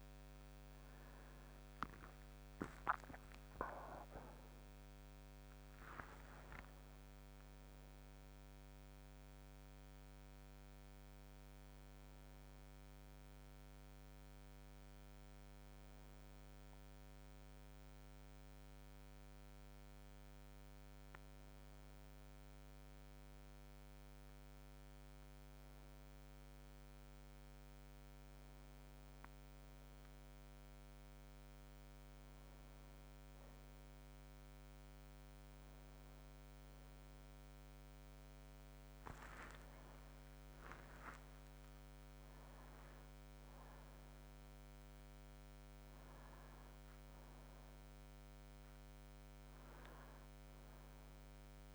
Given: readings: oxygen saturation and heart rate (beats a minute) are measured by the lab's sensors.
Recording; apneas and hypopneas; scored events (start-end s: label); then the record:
a person awake in a sleep study, by a microphone on the trachea; none
none scored
From the record:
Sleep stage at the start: awake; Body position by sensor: on the back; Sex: male